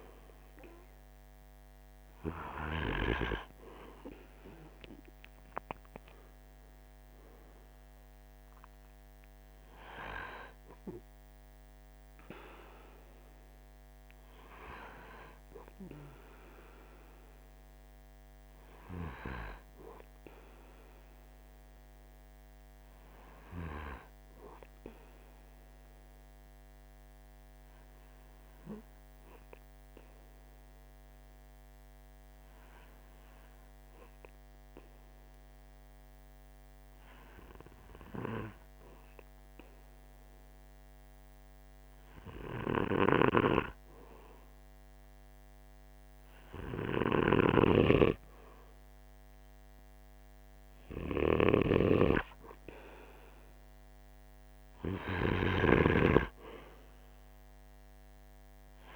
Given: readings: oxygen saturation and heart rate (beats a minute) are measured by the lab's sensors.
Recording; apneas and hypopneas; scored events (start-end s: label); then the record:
breathing in sleep by a microphone on the trachea; 1
18.50-22.00 s: arousal
25.50-43.00 s: obstructive apnea (oxygen 96% before, 94% lowest, heart rate 47 before, 45 extreme, up 0 after)
45.00-49.50 s: arousal
From the record:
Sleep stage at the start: N2 (light sleep); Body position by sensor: on the right side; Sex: male